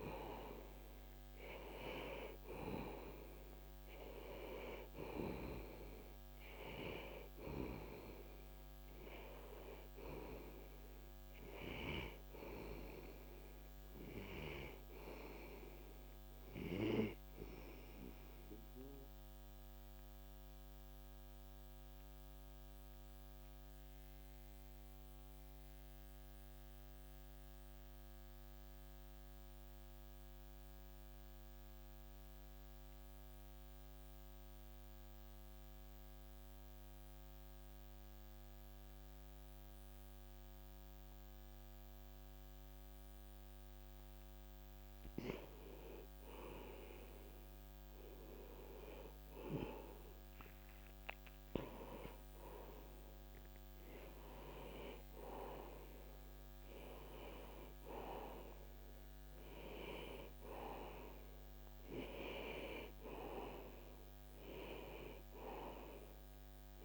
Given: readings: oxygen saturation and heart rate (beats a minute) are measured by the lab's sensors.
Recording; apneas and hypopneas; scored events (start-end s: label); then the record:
breathing in sleep by a microphone on the trachea; 1
0.00-33.00 s: oxygen desaturation (device-marked, oxygen 87% lowest, heart rate 40 extreme)
20.00-45.50 s: mixed apnea (oxygen 96% before, 87% lowest, heart rate 67 before, 30 extreme, up 30 after)
49.00-52.00 s: arousal
53.00-66.85 s: oxygen desaturation (device-marked, oxygen 97% before, 88% lowest)
From the record:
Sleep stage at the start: N2 (light sleep); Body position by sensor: on the back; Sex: male